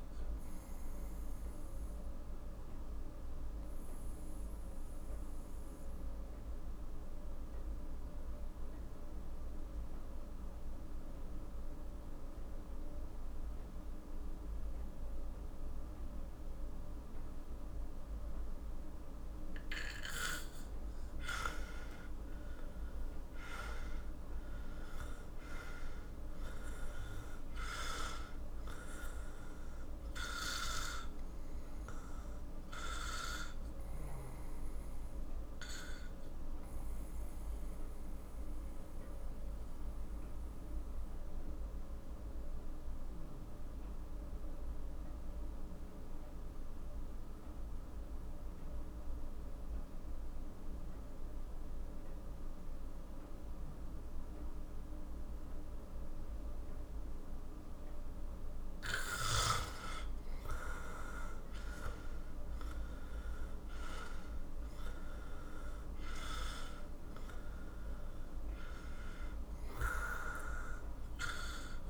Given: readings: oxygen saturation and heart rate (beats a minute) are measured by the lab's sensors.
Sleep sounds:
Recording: breathing in sleep by a room microphone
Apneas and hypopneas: 2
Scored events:
0.00-1.00 s: oxygen desaturation (device-marked, oxygen 90% lowest, heart rate 41 extreme)
0.50-20.00 s: obstructive apnea (oxygen 96% before, 89% lowest, heart rate 55 before, 41 extreme, up 14 after)
21.00-25.50 s: arousal
28.00-46.00 s: oxygen desaturation (device-marked, oxygen 98% before, 90% lowest, heart rate 50 before, 43 extreme)
35.00-60.50 s: mixed apnea (oxygen 98% before, 90% lowest, heart rate 54 before, 42 extreme, up 14 after)
62.00-66.00 s: arousal
62.00-71.90 s: oxygen desaturation (device-marked, oxygen 97% before, 90% lowest, heart rate 48 before, 42 extreme)
From the record:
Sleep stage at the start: N2 (light sleep)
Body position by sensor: on the back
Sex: male

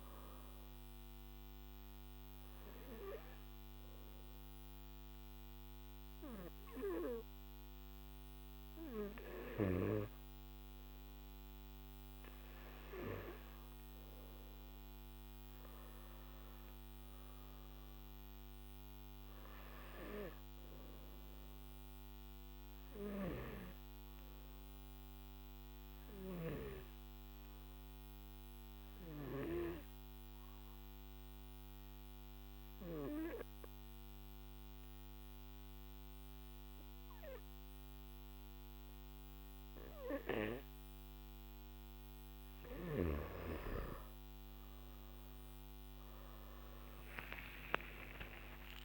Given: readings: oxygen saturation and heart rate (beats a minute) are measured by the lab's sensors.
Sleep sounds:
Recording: breathing in sleep by a microphone on the trachea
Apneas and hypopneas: 1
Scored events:
29.50-41.50 s: obstructive apnea (oxygen 97% before, 92% lowest, heart rate 56 before, 49 extreme, up 17 after)
47.00-48.85 s: oxygen desaturation (device-marked, oxygen 97% before, 92% lowest, heart rate 52 before, 49 extreme)
From the record:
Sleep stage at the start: N2 (light sleep)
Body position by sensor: on the back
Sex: male

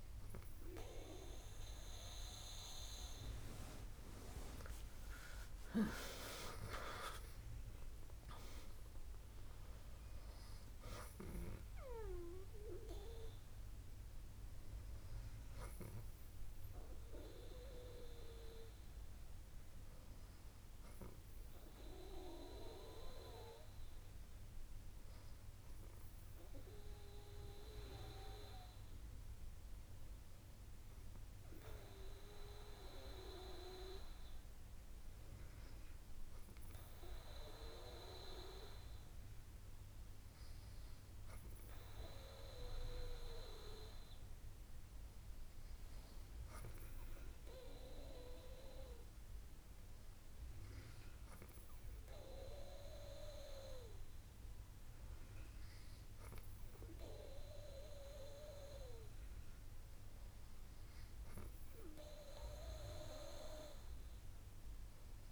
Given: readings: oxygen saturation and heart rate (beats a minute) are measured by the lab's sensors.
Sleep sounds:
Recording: breathing in sleep by a room microphone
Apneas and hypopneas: none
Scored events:
5.00-9.50 s: arousal
From the record:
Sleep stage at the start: N2 (light sleep)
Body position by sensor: on the back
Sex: female

